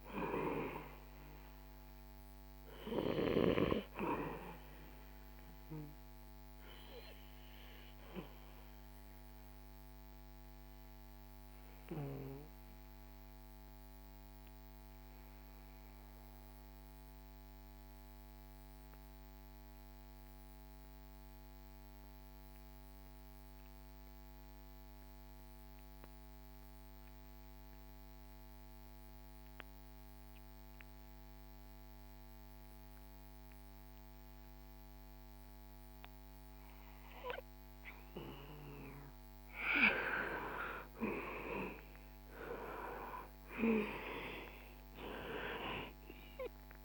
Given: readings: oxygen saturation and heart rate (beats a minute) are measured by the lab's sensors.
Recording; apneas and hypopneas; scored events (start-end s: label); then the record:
breathing in sleep by a microphone on the trachea; 1
0.00-2.00 s: arousal
1.50-20.50 s: oxygen desaturation (device-marked, oxygen 97% before, 93% lowest, heart rate 66 before, 58 extreme)
7.50-37.00 s: obstructive apnea (oxygen 99% before, 87% lowest, heart rate 66 before, 58 extreme, up 8 after)
37.50-46.85 s: new sleep stage, N2 (light sleep)
39.00-44.50 s: arousal
39.50-46.85 s: oxygen desaturation (device-marked, oxygen 96% before, 87% lowest, heart rate 61 before, 61 extreme)
From the record:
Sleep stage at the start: REM sleep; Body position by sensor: on the back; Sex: male